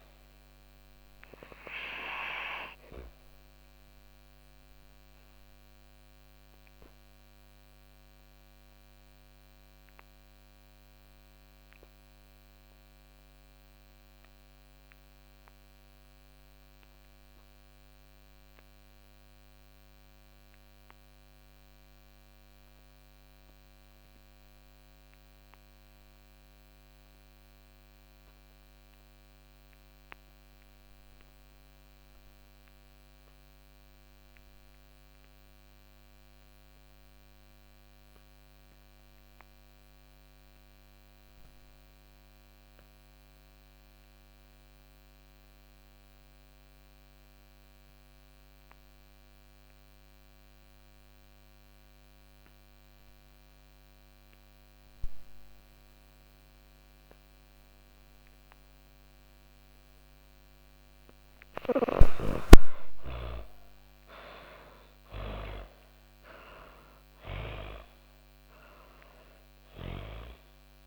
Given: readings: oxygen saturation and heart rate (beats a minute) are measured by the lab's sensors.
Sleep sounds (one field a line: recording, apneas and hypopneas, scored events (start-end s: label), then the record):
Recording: breathing in sleep by a microphone on the trachea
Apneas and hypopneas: 1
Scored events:
0.00-18.50 s: oxygen desaturation (device-marked, oxygen 82% lowest, heart rate 105 extreme)
0.50-59.50 s: obstructive apnea (oxygen 99% before, 62% lowest, heart rate 135 before, 105 extreme, up 27 after)
27.50-43.50 s: oxygen desaturation (device-marked, oxygen 98% before, 90% lowest, heart rate 133 before, 115 extreme)
48.50-53.50 s: oxygen desaturation (device-marked, oxygen 93% before, 88% lowest, heart rate 130 before, 108 extreme)
58.50-70.87 s: oxygen desaturation (device-marked, oxygen 90% before, 62% lowest, heart rate 155 before, 84 extreme)
61.00-66.00 s: arousal
From the record:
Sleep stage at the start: N2 (light sleep)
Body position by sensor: on the back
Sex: female